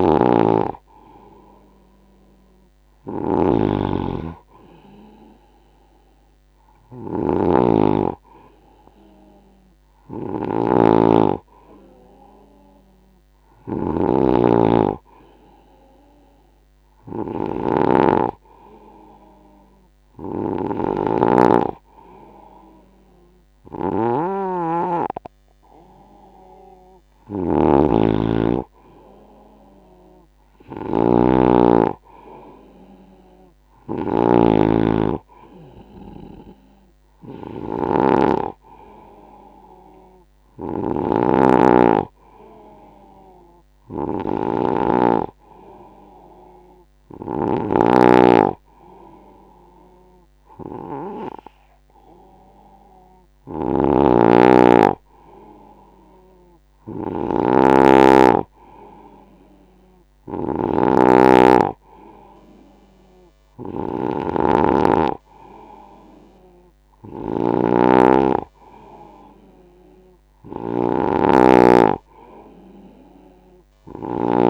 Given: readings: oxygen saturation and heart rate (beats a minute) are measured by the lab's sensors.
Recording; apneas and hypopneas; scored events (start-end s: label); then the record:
breathing in sleep by a microphone on the trachea; none
0.00-74.50 s: snoring (device-marked)
From the record:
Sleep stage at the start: N2 (light sleep); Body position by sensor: on the right side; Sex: male